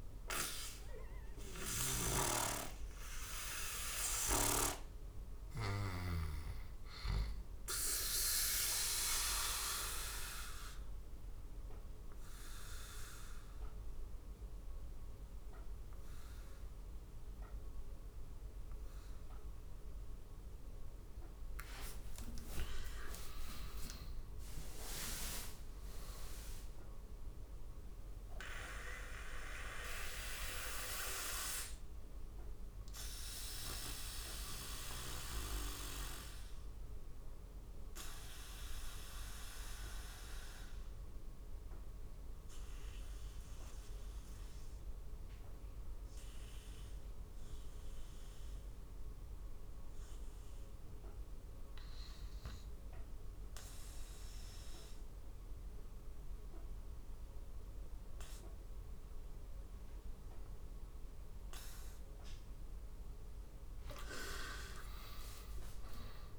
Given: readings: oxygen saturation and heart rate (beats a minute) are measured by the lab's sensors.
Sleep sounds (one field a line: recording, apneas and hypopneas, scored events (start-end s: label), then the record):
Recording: breathing in sleep by a room microphone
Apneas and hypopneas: 2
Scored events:
1.00-5.50 s: snoring (device-marked)
1.50-23.50 s: oxygen desaturation (device-marked, oxygen 99% before, 85% lowest, heart rate 76 before, 68 extreme)
9.00-21.00 s: obstructive apnea (oxygen 99% before, 84% lowest, heart rate 77 before, 68 extreme, up 24 after)
21.50-26.00 s: arousal
22.50-24.50 s: long interval between heartbeats (device-marked, heart rate 79 before, 91 extreme)
29.50-61.50 s: obstructive apnea (oxygen 99% before, 81% lowest, heart rate 84 before, 68 extreme, up 38 after)
38.50-46.50 s: oxygen desaturation (device-marked, oxygen 98% before, 92% lowest, heart rate 86 before, 68 extreme)
63.50-66.39 s: arousal
63.50-66.39 s: oxygen desaturation (device-marked, oxygen 97% before, 89% lowest, heart rate 71 before, 73 extreme)
From the record:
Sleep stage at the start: N2 (light sleep)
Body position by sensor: on the back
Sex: male